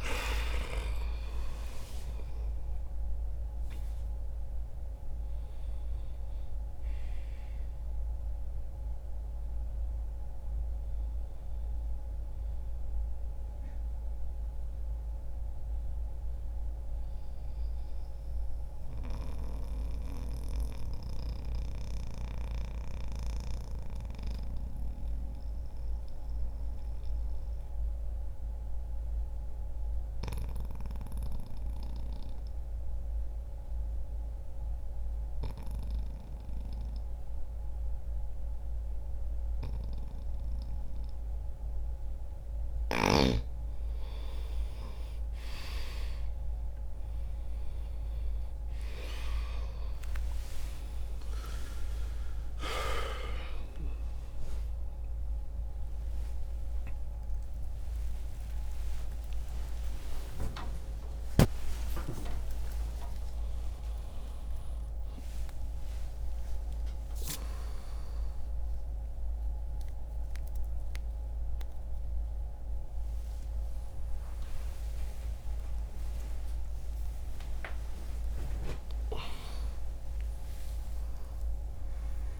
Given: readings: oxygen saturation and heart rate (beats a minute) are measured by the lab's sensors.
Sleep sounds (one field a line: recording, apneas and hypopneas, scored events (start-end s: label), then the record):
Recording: a person partly awake in a sleep study, by a room microphone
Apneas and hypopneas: 1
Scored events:
0.00-12.00 s: oxygen desaturation (device-marked, oxygen 89% lowest, heart rate 59 extreme)
16.00-40.50 s: mixed apnea (oxygen 97% before, 86% lowest, heart rate 67 before, 59 extreme, up 2 after)
21.00-34.00 s: oxygen desaturation (device-marked, oxygen 90% before, 86% lowest, heart rate 66 before, 60 extreme)
45.00-67.00 s: oxygen desaturation (device-marked, oxygen 98% before, 89% lowest, heart rate 63 before, 64 extreme)
54.00-82.40 s: new sleep stage, awake
From the record:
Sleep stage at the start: N2 (light sleep)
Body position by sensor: on the back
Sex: male